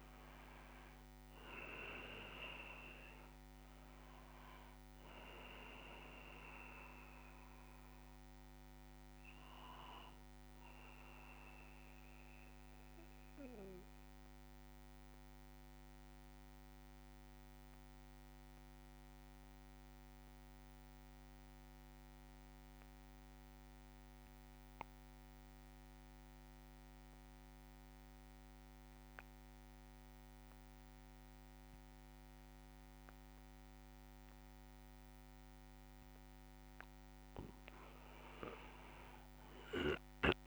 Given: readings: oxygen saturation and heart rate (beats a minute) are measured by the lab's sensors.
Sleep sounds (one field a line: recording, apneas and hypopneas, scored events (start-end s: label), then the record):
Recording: breathing in sleep by a microphone on the trachea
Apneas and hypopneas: 1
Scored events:
0.00-22.00 s: oxygen desaturation (device-marked, oxygen 88% lowest)
12.00-36.00 s: mixed apnea (oxygen 97% before, 88% lowest)
31.50-33.50 s: long interval between heartbeats (device-marked)
34.00-36.00 s: long interval between heartbeats (device-marked)
36.00-40.47 s: oxygen desaturation (device-marked, oxygen 98% before, 88% lowest)
38.00-40.47 s: arousal
From the record:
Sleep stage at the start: N2 (light sleep)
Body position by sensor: on the back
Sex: male